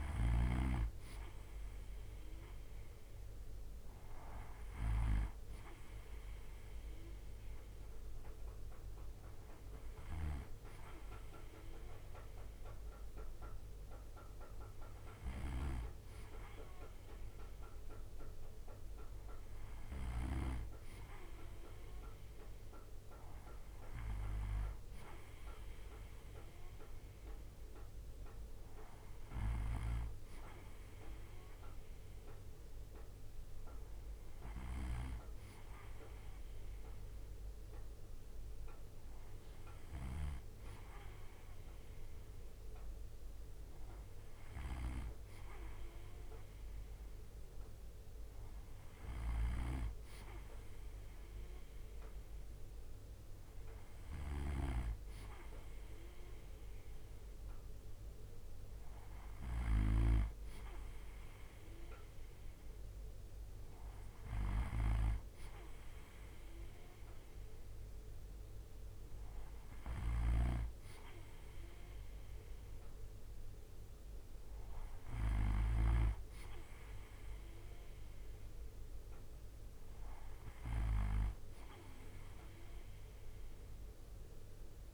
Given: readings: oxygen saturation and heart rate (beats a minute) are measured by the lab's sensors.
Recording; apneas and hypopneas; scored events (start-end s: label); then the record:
breathing in sleep by a room microphone; none
9.50-20.00 s: snoring (device-marked)
44.00-59.50 s: snoring (device-marked)
69.50-75.50 s: snoring (device-marked)
From the record:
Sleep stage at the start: N2 (light sleep); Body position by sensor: on the right side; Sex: male